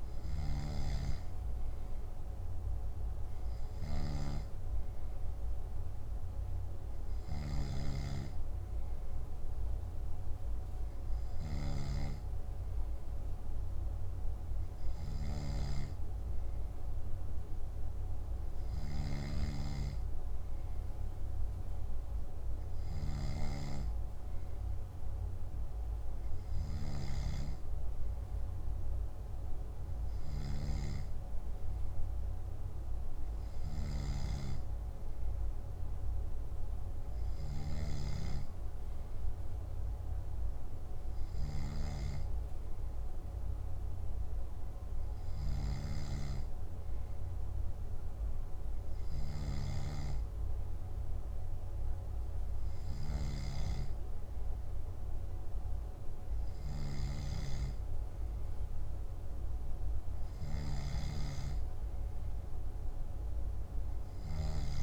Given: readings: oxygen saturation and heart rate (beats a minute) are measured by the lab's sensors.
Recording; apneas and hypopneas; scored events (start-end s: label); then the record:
breathing in sleep by a room microphone; none
none scored
From the record:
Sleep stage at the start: N2 (light sleep); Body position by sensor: on the back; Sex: male